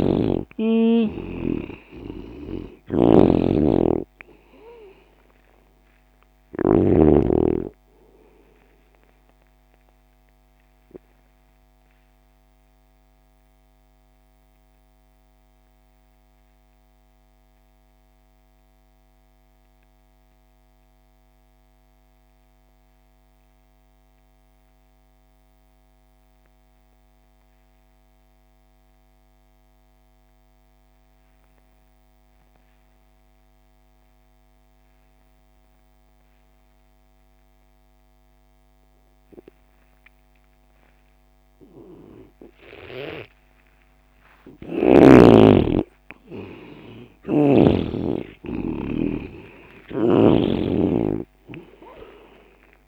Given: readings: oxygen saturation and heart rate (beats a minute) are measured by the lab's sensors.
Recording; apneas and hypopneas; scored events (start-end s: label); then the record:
breathing in sleep by a microphone on the trachea; 1
0.00-6.50 s: snoring (device-marked)
0.00-21.50 s: oxygen desaturation (device-marked, oxygen 86% lowest)
10.00-41.50 s: obstructive apnea (oxygen 98% before, 86% lowest)
38.50-52.88 s: oxygen desaturation (device-marked, oxygen 98% before, 86% lowest)
46.50-50.50 s: arousal
49.50-52.88 s: snoring (device-marked)
From the record:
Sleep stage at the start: N2 (light sleep); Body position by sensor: on the left side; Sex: male